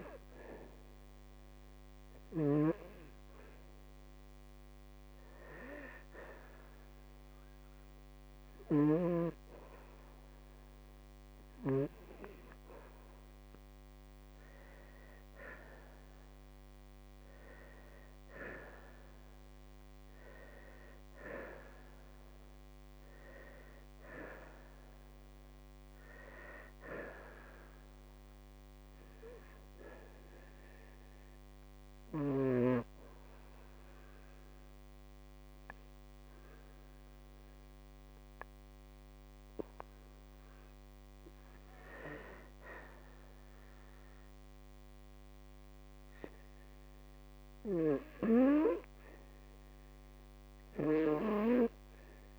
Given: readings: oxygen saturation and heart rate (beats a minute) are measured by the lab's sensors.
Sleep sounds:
breathing in sleep by a microphone on the trachea; 2
3.00-14.00 s: hypopnea (oxygen 99% before, 94% lowest, heart rate 56 before, 56 extreme, up 3 after)
13.00-25.00 s: oxygen desaturation (device-marked, oxygen 97% before, 94% lowest, heart rate 57 before, 55 extreme)
16.00-19.00 s: arousal
33.00-46.00 s: obstructive apnea (oxygen 97% before, 92% lowest, heart rate 58 before, 55 extreme, up 2 after)
48.00-51.00 s: arousal
From the record:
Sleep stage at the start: N2 (light sleep); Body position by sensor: on the right side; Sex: female

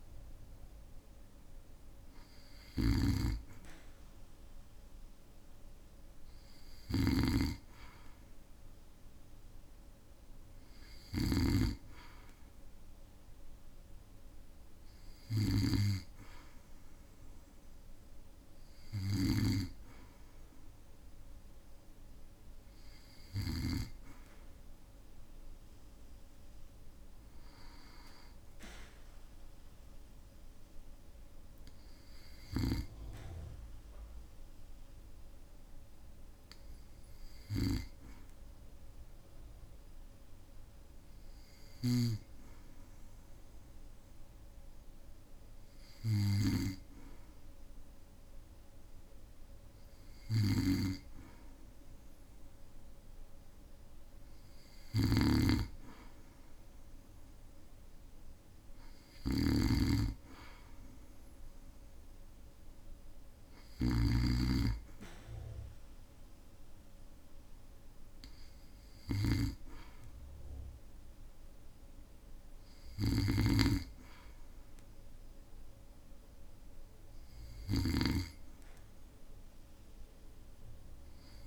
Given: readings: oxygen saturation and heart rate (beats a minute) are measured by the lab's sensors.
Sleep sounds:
breathing in sleep by a room microphone; 1
0.00-23.50 s: snoring (device-marked)
33.00-50.50 s: hypopnea (oxygen 97% before, 96% lowest, heart rate 58 before, 56 extreme, up 4 after)
41.50-78.00 s: snoring (device-marked)
53.00-56.00 s: arousal
From the record:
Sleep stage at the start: N2 (light sleep); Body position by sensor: on the back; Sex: male

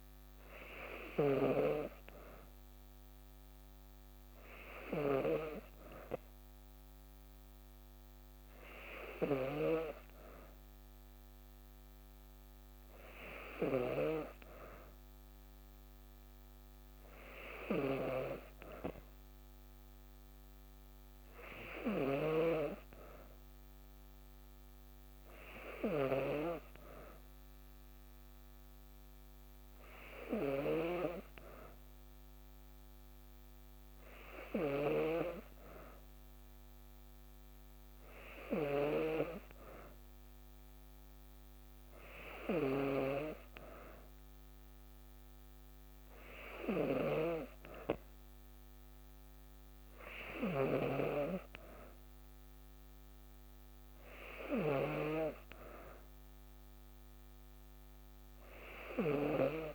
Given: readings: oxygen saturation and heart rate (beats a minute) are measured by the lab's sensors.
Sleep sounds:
breathing in sleep by a microphone on the trachea; none
none scored
From the record:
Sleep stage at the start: N2 (light sleep); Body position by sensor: on the back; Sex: female

